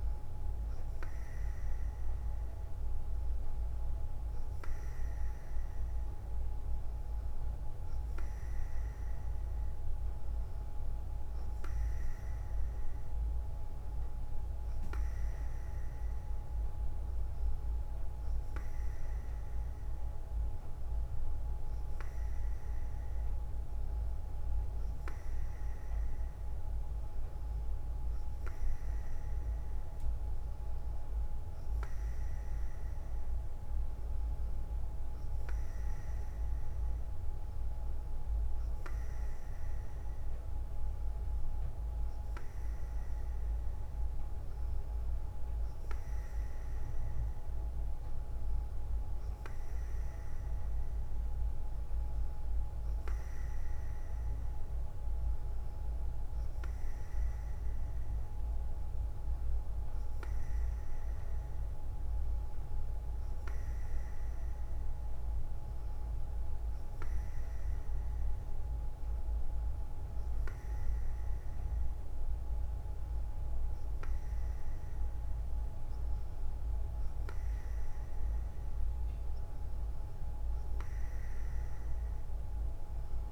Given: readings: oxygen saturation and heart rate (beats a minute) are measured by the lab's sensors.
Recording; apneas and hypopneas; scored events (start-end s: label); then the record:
breathing in sleep, hard to hear, by a room microphone; none
none scored
From the record:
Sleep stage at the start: N3 (deep sleep); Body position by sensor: on the front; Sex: female